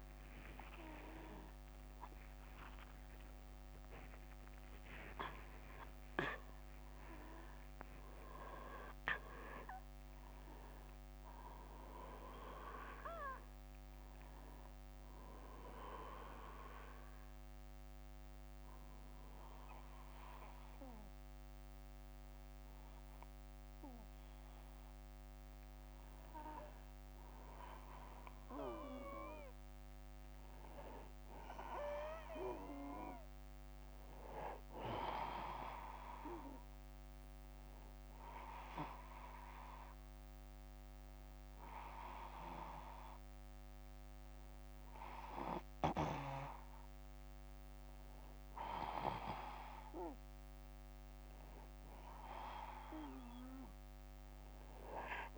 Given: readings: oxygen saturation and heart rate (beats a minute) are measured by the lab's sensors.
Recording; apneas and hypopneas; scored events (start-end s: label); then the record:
breathing in sleep by a microphone on the trachea; 2
0.00-3.00 s: arousal
16.00-26.00 s: obstructive apnea (oxygen 94% before, 92% lowest, heart rate 104 before, 60 extreme, up 2 after)
28.00-31.00 s: arousal
36.50-48.50 s: hypopnea (oxygen 98% before, 94% lowest, heart rate 63 before, 60 extreme, up 0 after)
From the record:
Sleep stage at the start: N2 (light sleep); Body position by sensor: on the back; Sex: male